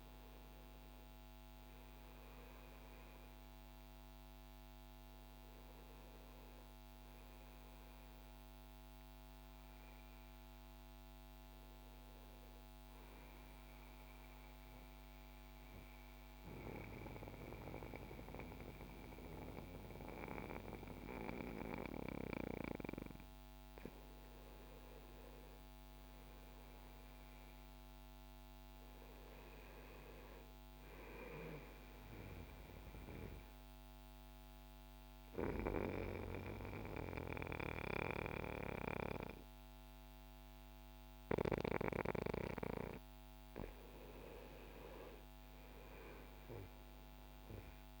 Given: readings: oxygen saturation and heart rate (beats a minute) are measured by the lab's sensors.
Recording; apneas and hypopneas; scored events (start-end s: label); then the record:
breathing in sleep by a microphone on the trachea; 2
0.00-4.00 s: arousal
0.00-18.00 s: oxygen desaturation (device-marked, oxygen 87% lowest, heart rate 62 extreme)
12.50-22.50 s: central apnea (oxygen 95% before, 87% lowest, heart rate 65 before, 62 extreme, up 3 after)
25.00-28.00 s: arousal
29.00-48.00 s: new sleep stage, N2 (light sleep)
32.00-42.00 s: mixed apnea (oxygen 95% before, 87% lowest, heart rate 65 before, 59 extreme, up 0 after)
32.00-46.00 s: oxygen desaturation (device-marked, oxygen 95% before, 90% lowest, heart rate 65 before, 59 extreme)
47.00-48.00 s: arousal
From the record:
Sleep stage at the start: N1 (lightest sleep); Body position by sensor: on the back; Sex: male